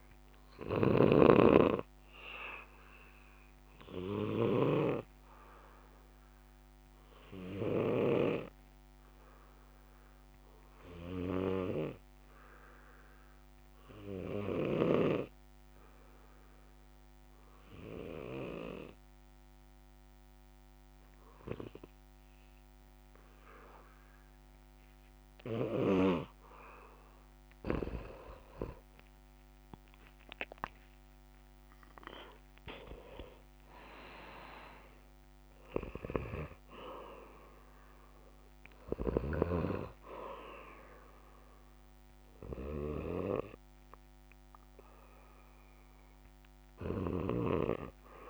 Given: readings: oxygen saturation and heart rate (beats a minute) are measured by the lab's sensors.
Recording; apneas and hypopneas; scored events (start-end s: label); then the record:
breathing in sleep by a microphone on the trachea; 1
0.00-1.50 s: snoring (device-marked)
0.00-15.00 s: oxygen desaturation (device-marked, oxygen 90% lowest, heart rate 65 extreme)
3.50-25.50 s: obstructive apnea (oxygen 98% before, 89% lowest, heart rate 67 before, 58 extreme, up 11 after)
28.00-31.50 s: arousal
28.00-40.00 s: oxygen desaturation (device-marked, oxygen 94% before, 89% lowest, heart rate 67 before, 58 extreme)
From the record:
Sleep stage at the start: N2 (light sleep); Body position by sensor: on the back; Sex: male